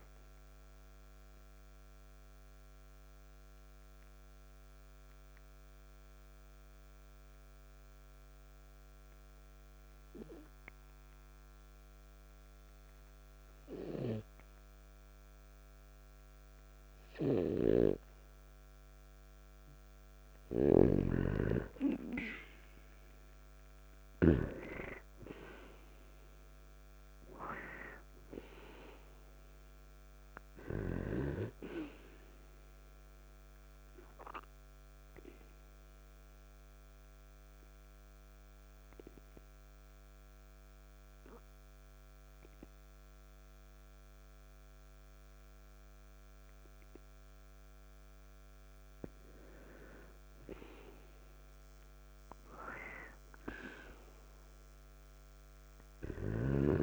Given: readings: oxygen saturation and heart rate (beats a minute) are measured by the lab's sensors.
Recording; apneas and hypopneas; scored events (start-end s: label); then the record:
breathing in sleep by a microphone on the trachea; 2
0.00-13.00 s: oxygen desaturation (device-marked, oxygen 90% lowest, heart rate 51 extreme)
0.50-12.00 s: obstructive apnea (oxygen 99% before, 90% lowest, heart rate 59 before, 51 extreme, up 0 after)
15.00-20.50 s: arousal
17.50-24.50 s: snoring (device-marked)
31.00-56.83 s: oxygen desaturation (device-marked, oxygen 98% before, 92% lowest, heart rate 53 before, 48 extreme)
34.50-48.50 s: hypopnea (oxygen 98% before, 92% lowest, heart rate 53 before, 52 extreme, up 1 after)
50.00-54.50 s: arousal
From the record:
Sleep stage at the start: N2 (light sleep); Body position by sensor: on the back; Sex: male